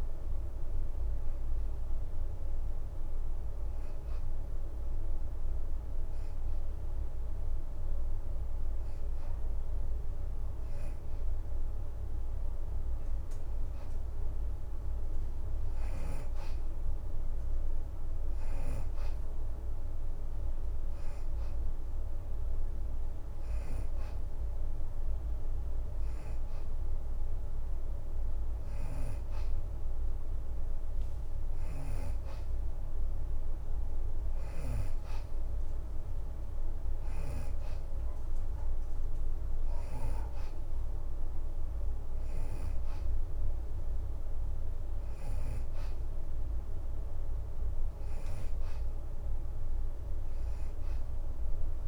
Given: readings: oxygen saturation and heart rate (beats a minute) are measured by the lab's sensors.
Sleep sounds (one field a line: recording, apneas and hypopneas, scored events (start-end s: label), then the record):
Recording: breathing in sleep, hard to hear, by a room microphone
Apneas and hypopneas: none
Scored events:
22.00-32.00 s: oxygen desaturation (device-marked, oxygen 92% before, 86% lowest, heart rate 83 before, 83 extreme)
From the record:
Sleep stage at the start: N2 (light sleep)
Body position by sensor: on the back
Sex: female